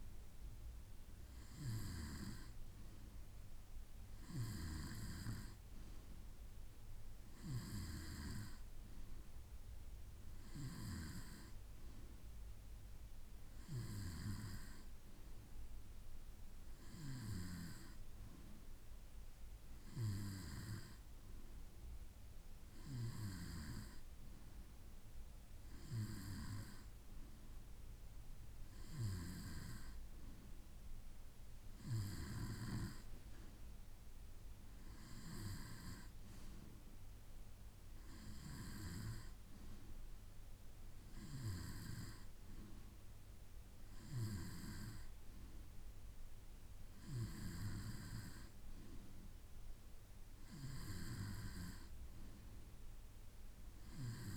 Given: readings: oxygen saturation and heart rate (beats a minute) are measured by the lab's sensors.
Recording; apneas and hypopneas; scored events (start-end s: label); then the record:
breathing in sleep by a room microphone; none
none scored
From the record:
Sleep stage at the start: N2 (light sleep); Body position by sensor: on the right side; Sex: male